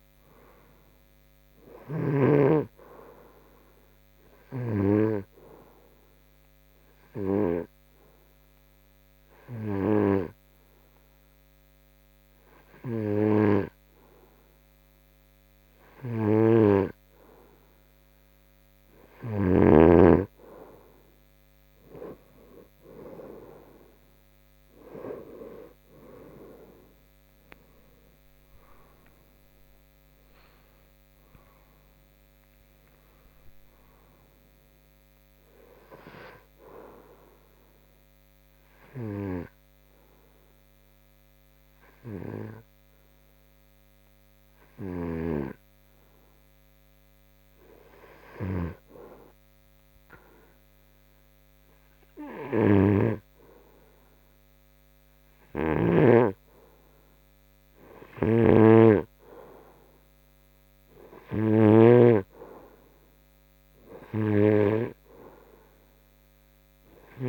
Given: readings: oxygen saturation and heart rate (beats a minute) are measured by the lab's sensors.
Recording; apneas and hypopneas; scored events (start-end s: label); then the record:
breathing in sleep by a microphone on the trachea; 2
2.50-18.00 s: hypopnea (oxygen 97% before, 91% lowest, heart rate 75 before, 73 extreme, up 4 after)
2.50-21.50 s: oxygen desaturation (device-marked, oxygen 97% before, 91% lowest, heart rate 75 before, 72 extreme)
20.50-25.50 s: arousal
37.00-54.00 s: hypopnea (oxygen 95% before, 90% lowest, heart rate 78 before, 68 extreme, up 7 after)
55.00-59.50 s: arousal
57.50-66.50 s: oxygen desaturation (device-marked, oxygen 96% before, 92% lowest, heart rate 75 before, 68 extreme)
From the record:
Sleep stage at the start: N2 (light sleep); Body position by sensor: on the front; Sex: male